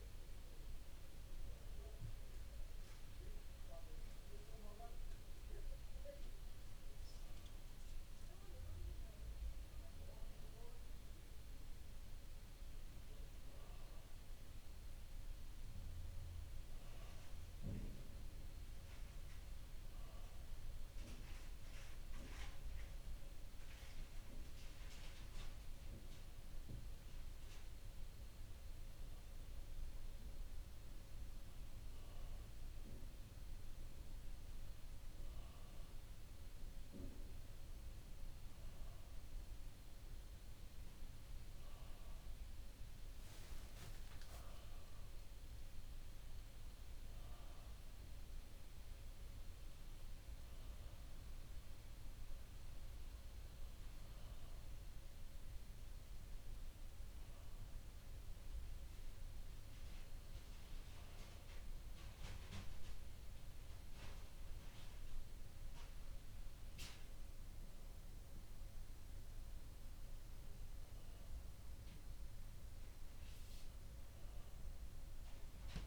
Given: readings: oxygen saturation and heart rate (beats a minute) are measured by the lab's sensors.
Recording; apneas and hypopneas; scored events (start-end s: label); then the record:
breathing in sleep, hard to hear, by a room microphone; none
38.50-43.50 s: arousal
From the record:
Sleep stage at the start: N2 (light sleep); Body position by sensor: on the back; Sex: male